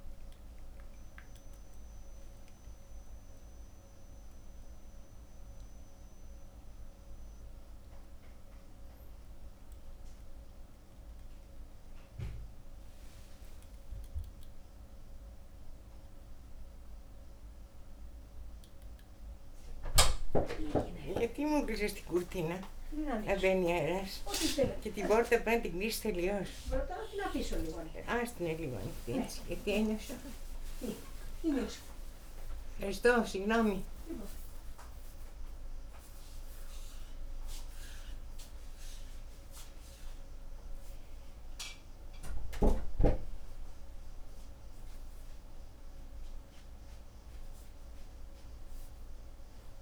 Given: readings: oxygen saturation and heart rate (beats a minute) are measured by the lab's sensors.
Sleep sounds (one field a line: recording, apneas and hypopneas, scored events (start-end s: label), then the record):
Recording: a person awake in a sleep study, by a room microphone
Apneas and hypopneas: none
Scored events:
22.00-25.50 s: snoring (device-marked)
From the record:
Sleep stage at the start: awake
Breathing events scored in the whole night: 128 in 6.0 hours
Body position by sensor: on the right side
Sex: female